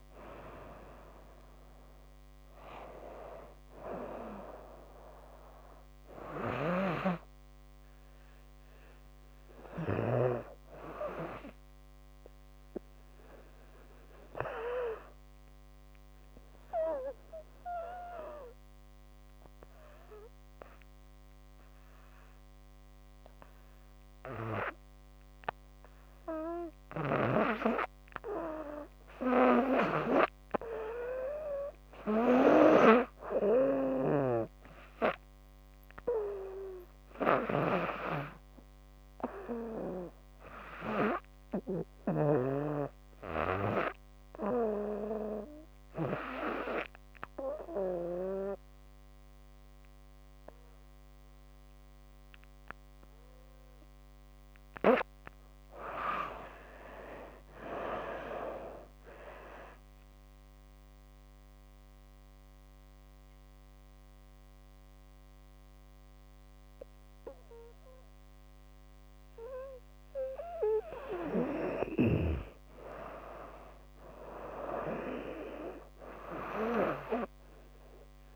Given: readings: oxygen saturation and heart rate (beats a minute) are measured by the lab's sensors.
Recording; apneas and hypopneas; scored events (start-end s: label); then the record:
breathing in sleep by a microphone on the trachea; 3
0.00-2.50 s: oxygen desaturation (device-marked, oxygen 91% lowest, heart rate 66 extreme)
4.50-12.50 s: oxygen desaturation (device-marked, oxygen 93% before, 88% lowest, heart rate 87 before, 66 extreme)
5.50-9.50 s: snoring (device-marked)
14.00-26.50 s: obstructive apnea (oxygen 96% before, 90% lowest, heart rate 92 before, 66 extreme, up 5 after)
29.50-34.00 s: arousal
33.00-42.00 s: snoring (device-marked)
40.50-51.50 s: oxygen desaturation (device-marked, oxygen 98% before, 90% lowest, heart rate 71 before, 69 extreme)
43.50-54.00 s: obstructive apnea (oxygen 100% before, 90% lowest, heart rate 73 before, 72 extreme, up 21 after)
55.00-58.00 s: arousal
59.50-69.50 s: central apnea (oxygen 98% before, 92% lowest, heart rate 75 before, 73 extreme, up 5 after)
70.50-74.00 s: arousal
From the record:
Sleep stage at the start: REM sleep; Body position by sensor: on the back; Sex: female